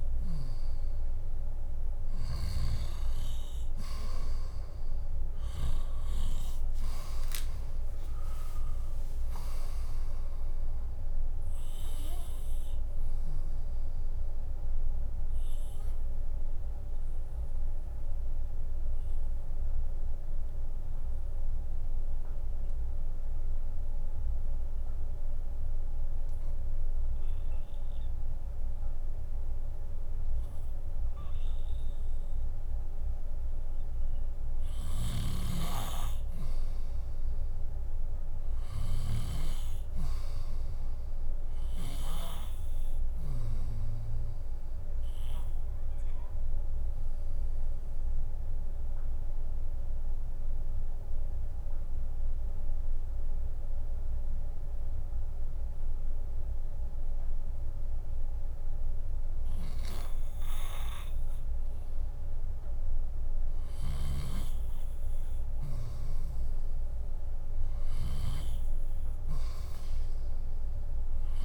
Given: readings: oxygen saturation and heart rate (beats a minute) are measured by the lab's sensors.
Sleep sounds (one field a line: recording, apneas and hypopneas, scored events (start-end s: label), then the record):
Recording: breathing in sleep by a room microphone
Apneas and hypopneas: 2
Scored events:
0.00-2.00 s: snoring (device-marked)
0.00-3.00 s: bradycardia (device-marked, heart rate 57 extreme)
2.00-6.00 s: arousal
6.00-17.00 s: drop in pulse transit time (device-marked, heart rate 69 before, 63 extreme)
16.00-18.00 s: bradycardia (device-marked, heart rate 68 before, 65 extreme)
17.50-30.50 s: hypopnea (oxygen 99% before, 95% lowest, heart rate 68 before, 57 extreme)
30.00-43.00 s: bradycardia (device-marked, heart rate 68 before, 57 extreme)
34.00-37.50 s: arousal
34.50-39.00 s: snoring (device-marked)
47.00-58.00 s: drop in pulse transit time (device-marked, heart rate 59 before, 63 extreme)
48.00-60.50 s: obstructive apnea (oxygen 100% before, 95% lowest, heart rate 59 before, 54 extreme, up 1 after)
56.00-71.44 s: bradycardia (device-marked, heart rate 67 before, 54 extreme)
63.50-71.44 s: snoring (device-marked)
64.50-68.00 s: arousal
From the record:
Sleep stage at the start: N2 (light sleep)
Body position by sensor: on the left side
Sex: female